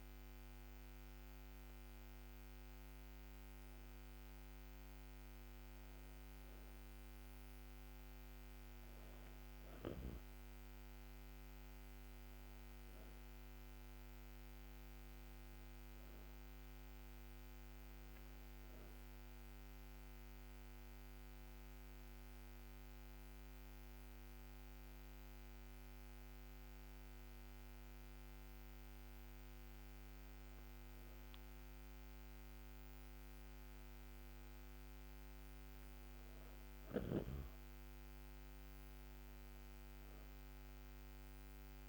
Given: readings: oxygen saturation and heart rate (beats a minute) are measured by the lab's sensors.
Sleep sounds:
breathing in sleep, hard to hear, by a microphone on the trachea; 1
19.00-30.50 s: hypopnea (oxygen 97% before, 94% lowest, heart rate 75 before, 72 extreme, up 5 after)
33.00-37.50 s: arousal
From the record:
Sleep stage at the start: N2 (light sleep); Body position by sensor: on the back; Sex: female

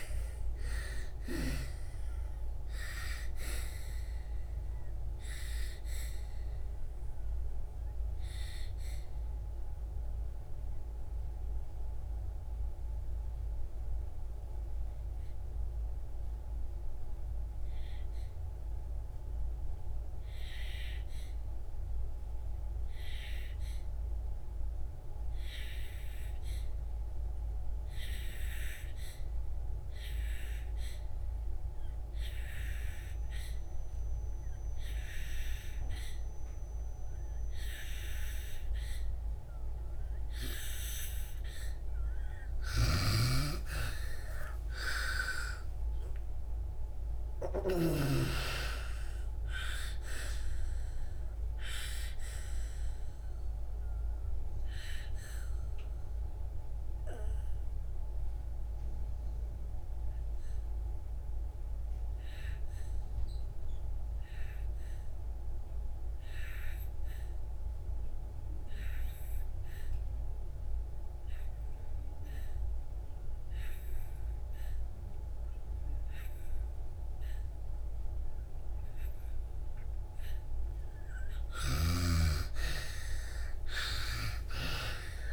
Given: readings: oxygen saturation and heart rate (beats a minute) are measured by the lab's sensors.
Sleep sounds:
breathing in sleep by a room microphone; 2
0.00-27.50 s: oxygen desaturation (device-marked, oxygen 81% lowest, heart rate 57 extreme)
5.50-41.50 s: obstructive apnea (oxygen 97% before, 78% lowest, heart rate 71 before, 57 extreme, up 44 after)
34.50-74.50 s: oxygen desaturation (device-marked, oxygen 98% before, 79% lowest, heart rate 68 before, 60 extreme)
43.00-47.00 s: arousal
43.00-48.00 s: snoring (device-marked)
51.00-81.00 s: obstructive apnea (oxygen 98% before, 76% lowest, heart rate 98 before, 59 extreme, up 59 after)
79.50-85.33 s: oxygen desaturation (device-marked, oxygen 97% before, 76% lowest, heart rate 66 before, 59 extreme)
From the record:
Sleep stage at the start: N2 (light sleep); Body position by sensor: on the back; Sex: female

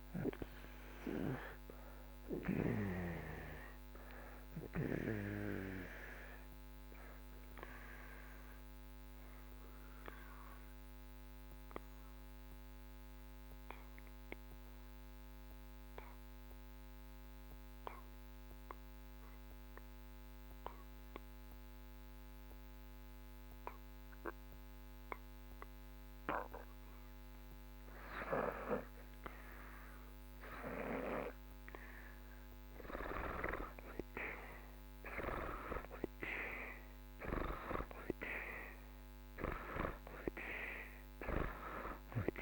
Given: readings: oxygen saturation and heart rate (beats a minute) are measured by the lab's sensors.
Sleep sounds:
breathing in sleep by a microphone on the trachea; 1
0.00-8.50 s: oxygen desaturation (device-marked, oxygen 84% lowest)
8.50-29.00 s: obstructive apnea (oxygen 97% before, 78% lowest)
13.50-25.50 s: oxygen desaturation (device-marked, oxygen 96% before, 81% lowest)
32.50-37.00 s: arousal
37.50-42.42 s: oxygen desaturation (device-marked, oxygen 95% before, 78% lowest)
41.50-42.42 s: new sleep stage, N2 (light sleep)
From the record:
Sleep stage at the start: REM sleep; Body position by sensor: on the back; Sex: male

